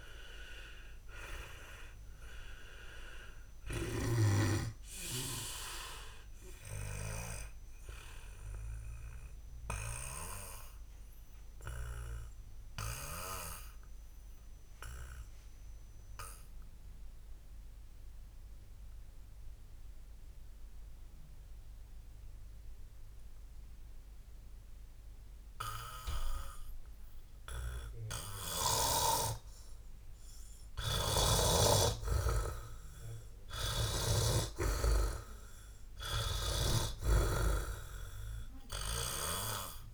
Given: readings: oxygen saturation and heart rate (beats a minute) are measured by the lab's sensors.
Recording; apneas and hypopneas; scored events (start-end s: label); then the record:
breathing in sleep by a room microphone; 1
0.00-1.00 s: arousal
0.00-7.00 s: oxygen desaturation (device-marked, oxygen 87% lowest, heart rate 60 extreme)
8.50-28.50 s: obstructive apnea (oxygen 99% before, 86% lowest, heart rate 73 before, 59 extreme, up 0 after)
17.00-29.00 s: oxygen desaturation (device-marked, oxygen 96% before, 91% lowest, heart rate 73 before, 59 extreme)
31.00-35.00 s: arousal
From the record:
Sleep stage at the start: N2 (light sleep); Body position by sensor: on the back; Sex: male